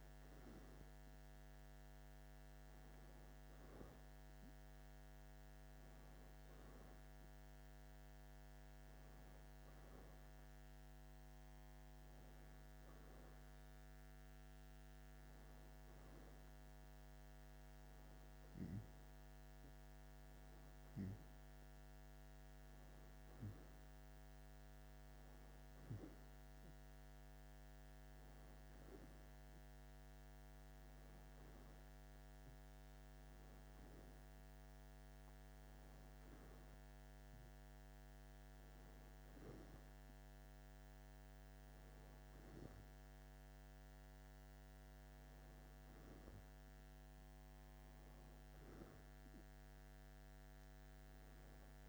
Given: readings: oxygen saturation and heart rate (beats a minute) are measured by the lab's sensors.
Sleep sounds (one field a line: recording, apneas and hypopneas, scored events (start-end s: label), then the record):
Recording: breathing in sleep, hard to hear, by a microphone on the trachea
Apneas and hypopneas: none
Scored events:
none scored
From the record:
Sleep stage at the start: N1 (lightest sleep)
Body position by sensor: on the back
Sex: male